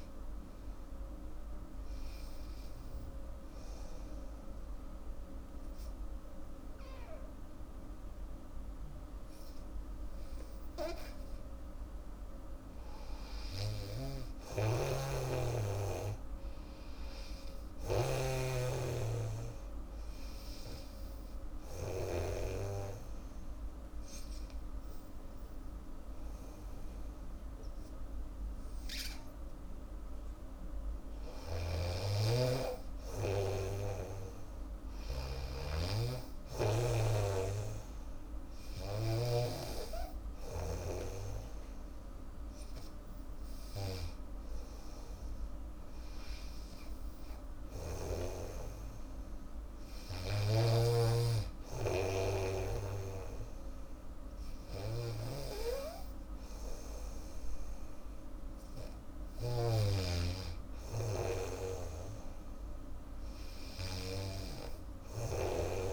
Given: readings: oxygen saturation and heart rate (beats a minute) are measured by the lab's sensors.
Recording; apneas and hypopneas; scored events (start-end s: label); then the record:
breathing in sleep by a room microphone; 2
0.00-7.50 s: oxygen desaturation (device-marked, oxygen 89% lowest, heart rate 68 extreme)
1.50-12.50 s: obstructive apnea (oxygen 99% before, 91% lowest, heart rate 80 before, 79 extreme, up 7 after)
13.50-16.50 s: arousal
14.00-22.00 s: snoring (device-marked)
17.50-27.50 s: oxygen desaturation (device-marked, oxygen 98% before, 91% lowest, heart rate 77 before, 80 extreme)
21.00-31.50 s: obstructive apnea (oxygen 98% before, 91% lowest, heart rate 79 before, 74 extreme, up 4 after)
31.50-39.50 s: snoring (device-marked)
32.50-35.00 s: arousal
35.50-46.50 s: oxygen desaturation (device-marked, oxygen 97% before, 92% lowest, heart rate 82 before, 74 extreme)
59.00-65.93 s: snoring (device-marked)
From the record:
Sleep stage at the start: N2 (light sleep); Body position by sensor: on the back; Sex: female